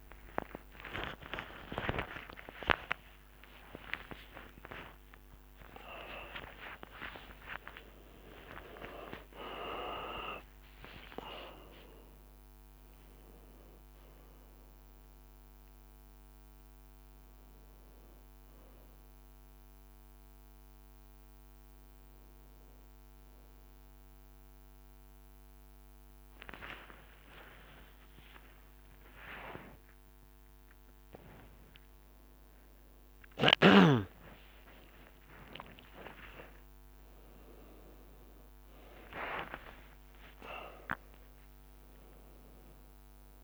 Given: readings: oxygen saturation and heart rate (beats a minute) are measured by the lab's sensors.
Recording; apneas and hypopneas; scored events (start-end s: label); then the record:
a person awake in a sleep study, by a microphone on the trachea; none
0.00-6.50 s: tachycardia (device-marked, heart rate 146 extreme)
1.50-3.50 s: long interval between heartbeats (device-marked, heart rate 62 before, 126 extreme)
2.50-43.44 s: new sleep stage, awake
3.50-5.50 s: long interval between heartbeats (device-marked, heart rate 70 before, 146 extreme)
7.50-9.50 s: long interval between heartbeats (device-marked, heart rate 87 before, 116 extreme)
25.50-31.50 s: leg movement (device-marked)
27.50-29.50 s: long interval between heartbeats (device-marked, heart rate 73 before, 72 extreme)
34.00-36.00 s: long interval between heartbeats (device-marked, heart rate 69 before, 76 extreme)
From the record:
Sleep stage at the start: N2 (light sleep); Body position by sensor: on the front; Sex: male